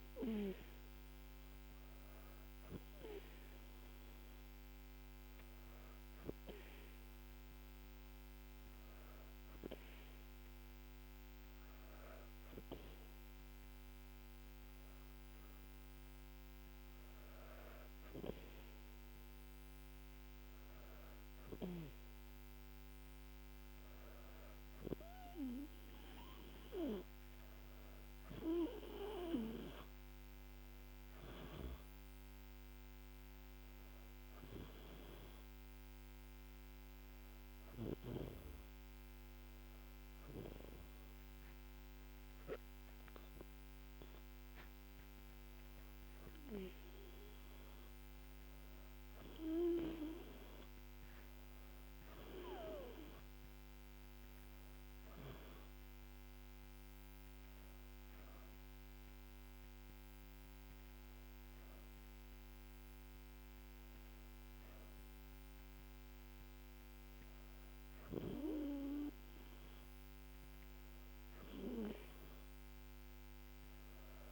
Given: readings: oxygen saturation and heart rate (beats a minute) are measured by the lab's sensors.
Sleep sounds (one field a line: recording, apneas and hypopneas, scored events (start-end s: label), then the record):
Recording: breathing in sleep by a microphone on the trachea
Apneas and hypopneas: none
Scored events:
none scored
From the record:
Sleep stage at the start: N2 (light sleep)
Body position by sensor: on the back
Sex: female